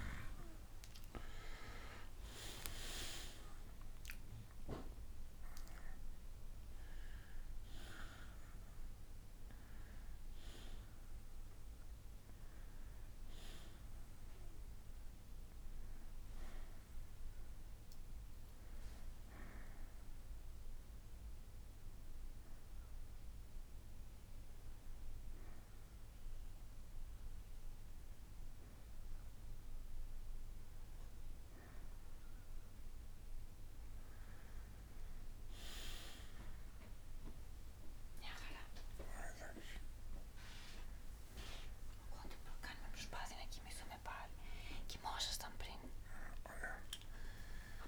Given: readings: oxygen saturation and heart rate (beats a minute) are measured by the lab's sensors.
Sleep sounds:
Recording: breathing in sleep by a room microphone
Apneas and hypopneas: 1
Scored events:
0.00-3.00 s: arousal
0.00-17.00 s: oxygen desaturation (device-marked, oxygen 93% lowest, heart rate 56 extreme)
14.00-20.00 s: bradycardia (device-marked, heart rate 66 before, 58 extreme)
18.00-47.88 s: new sleep stage, N1 (lightest sleep)
18.50-33.00 s: hypopnea (oxygen 96% before, 94% lowest, heart rate 70 before, 58 extreme, up 6 after)
31.00-43.00 s: bradycardia (device-marked, heart rate 66 before, 58 extreme)
From the record:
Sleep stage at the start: N2 (light sleep)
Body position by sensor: on the back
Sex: male

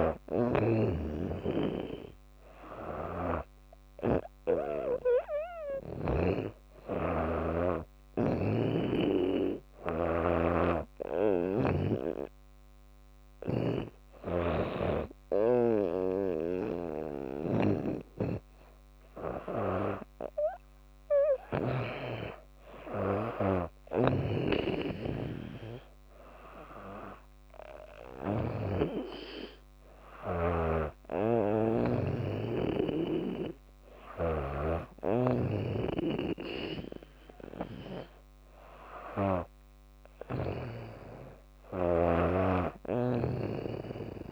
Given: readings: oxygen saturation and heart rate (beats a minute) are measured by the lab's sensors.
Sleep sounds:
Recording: breathing in sleep by a microphone on the trachea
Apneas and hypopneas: none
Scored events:
0.00-6.00 s: snoring (device-marked)
8.00-11.50 s: snoring (device-marked)
16.00-21.50 s: snoring (device-marked)
23.50-28.00 s: snoring (device-marked)
30.00-40.00 s: snoring (device-marked)
From the record:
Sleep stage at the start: N2 (light sleep)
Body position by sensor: on the back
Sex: female

